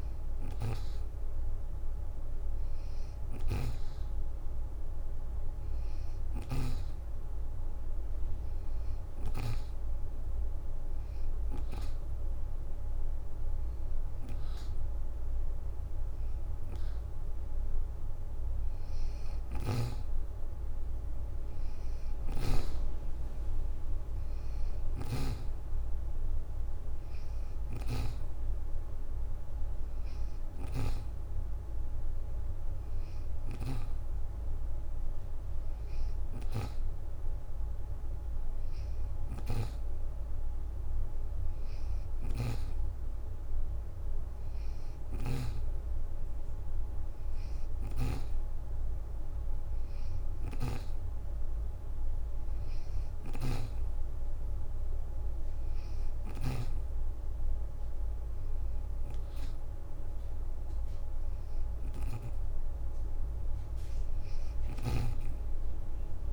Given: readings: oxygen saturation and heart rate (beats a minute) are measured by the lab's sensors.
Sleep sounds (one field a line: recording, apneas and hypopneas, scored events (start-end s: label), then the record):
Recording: breathing in sleep by a room microphone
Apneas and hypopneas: 1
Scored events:
0.00-1.50 s: leg movement (device-marked)
0.00-9.00 s: snoring (device-marked)
9.00-19.00 s: hypopnea (oxygen 90% before, 85% lowest, heart rate 61 before, 34 extreme, up 8 after)
11.00-13.00 s: leg movement (device-marked)
19.00-21.50 s: leg movement (device-marked)
21.50-25.00 s: snoring (device-marked)
21.50-25.50 s: arousal
27.00-28.00 s: leg movement (device-marked)
27.00-45.00 s: snoring (device-marked)
29.50-33.00 s: leg movement (device-marked)
31.00-43.00 s: oxygen desaturation (device-marked, oxygen 90% before, 85% lowest, heart rate 63 before, 47 extreme)
49.50-56.00 s: snoring (device-marked)
64.00-66.33 s: snoring (device-marked)
From the record:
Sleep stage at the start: N2 (light sleep)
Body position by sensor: on the back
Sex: female